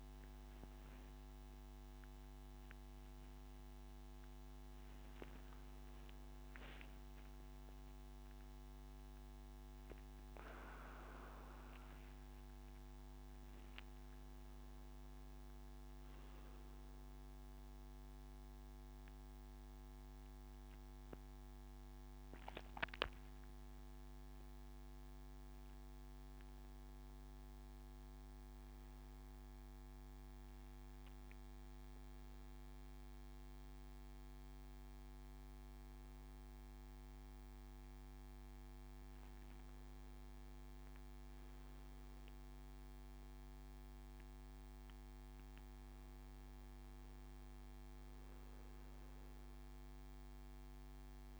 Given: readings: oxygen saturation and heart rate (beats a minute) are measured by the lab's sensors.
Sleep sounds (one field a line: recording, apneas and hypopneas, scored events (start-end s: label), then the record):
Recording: breathing in sleep, hard to hear, by a microphone on the trachea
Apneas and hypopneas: none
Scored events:
43.00-51.40 s: new sleep stage, N2 (light sleep)
From the record:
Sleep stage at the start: N1 (lightest sleep)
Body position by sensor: on the back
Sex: male